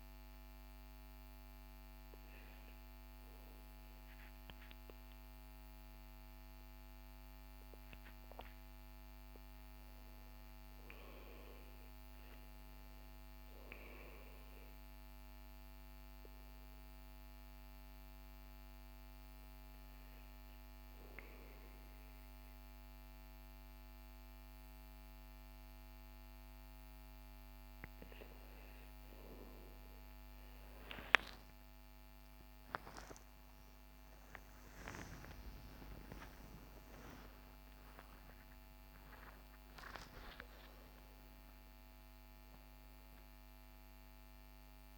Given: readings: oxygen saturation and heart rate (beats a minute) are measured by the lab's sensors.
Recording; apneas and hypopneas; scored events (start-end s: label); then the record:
breathing in sleep by a microphone on the trachea; 1
15.00-26.50 s: obstructive apnea (oxygen 98% before, 96% lowest, heart rate 71 before, 69 extreme, up 19 after)
30.00-37.00 s: arousal
From the record:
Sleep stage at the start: REM sleep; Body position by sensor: on the back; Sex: male